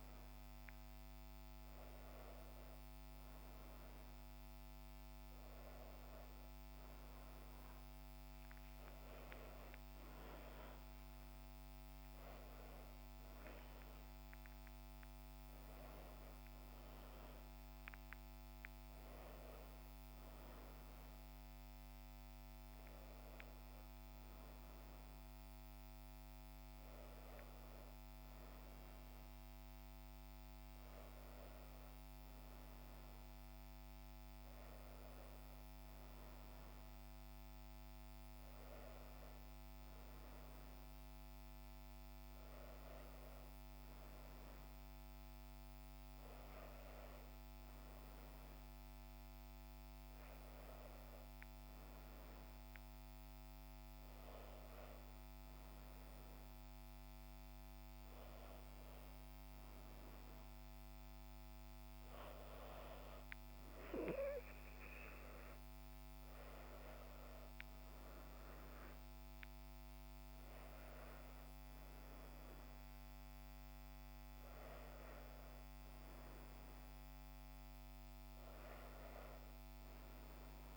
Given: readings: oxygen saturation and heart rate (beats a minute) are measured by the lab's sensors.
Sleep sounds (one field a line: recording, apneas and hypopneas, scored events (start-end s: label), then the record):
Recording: breathing in sleep, hard to hear, by a microphone on the trachea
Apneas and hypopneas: none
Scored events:
none scored
From the record:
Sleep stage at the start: N2 (light sleep)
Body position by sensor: on the back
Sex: female